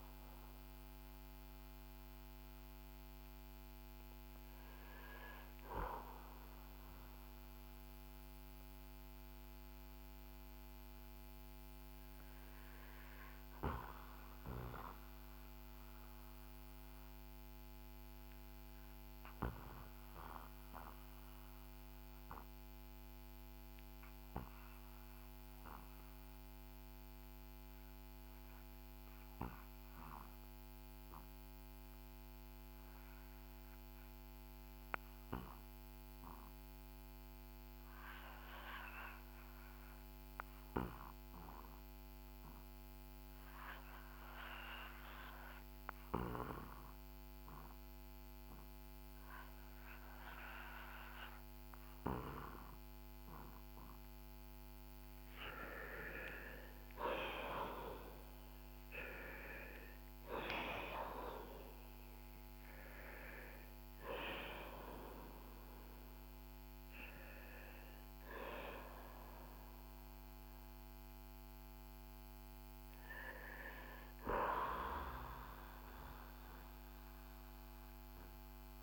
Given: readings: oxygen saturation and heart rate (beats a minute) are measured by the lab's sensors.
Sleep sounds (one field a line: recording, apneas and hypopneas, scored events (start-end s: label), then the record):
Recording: breathing in sleep by a microphone on the trachea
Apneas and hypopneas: 1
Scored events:
0.00-18.00 s: oxygen desaturation (device-marked, oxygen 85% lowest, heart rate 52 extreme)
5.50-51.00 s: obstructive apnea (oxygen 94% before, 81% lowest, heart rate 62 before, 52 extreme, up 9 after)
37.00-78.83 s: oxygen desaturation (device-marked, oxygen 97% before, 81% lowest, heart rate 56 before, 48 extreme)
52.50-57.00 s: arousal
From the record:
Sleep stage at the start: REM sleep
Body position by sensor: on the back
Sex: male